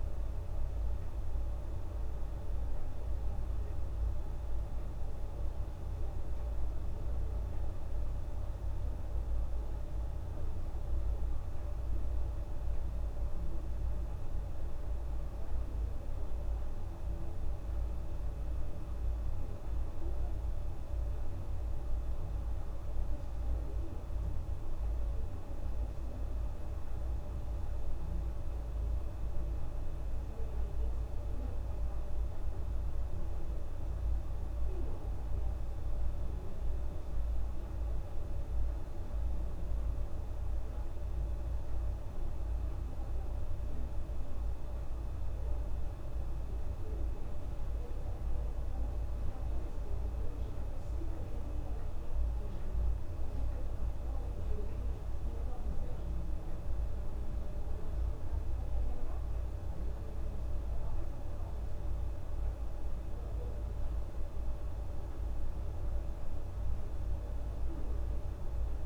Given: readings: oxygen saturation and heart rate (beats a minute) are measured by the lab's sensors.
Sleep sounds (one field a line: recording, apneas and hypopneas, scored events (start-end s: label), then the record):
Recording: breathing in sleep, hard to hear, by a room microphone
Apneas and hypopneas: none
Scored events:
none scored
From the record:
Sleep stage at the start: N1 (lightest sleep)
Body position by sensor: on the back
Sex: female